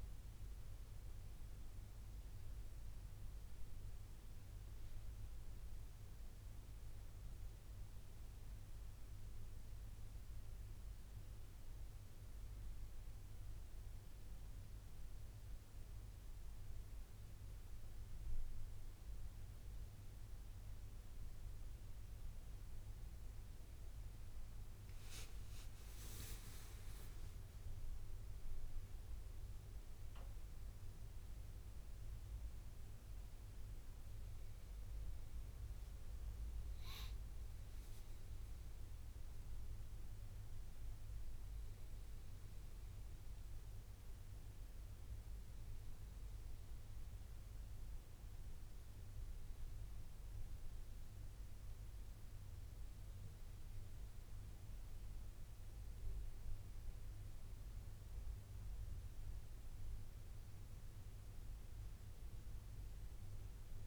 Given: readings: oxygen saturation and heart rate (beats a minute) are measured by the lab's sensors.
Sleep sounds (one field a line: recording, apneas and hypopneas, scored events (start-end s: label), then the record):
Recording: breathing in sleep, hard to hear, by a room microphone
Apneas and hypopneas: 1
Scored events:
5.00-8.00 s: arousal
11.00-23.50 s: central apnea (oxygen 97% before, 93% lowest, heart rate 86 before, 82 extreme, up 8 after)
25.00-29.00 s: arousal
29.50-48.50 s: oxygen desaturation (device-marked, oxygen 96% before, 93% lowest, heart rate 84 before, 81 extreme)
From the record:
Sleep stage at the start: N2 (light sleep)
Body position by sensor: on the right side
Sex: male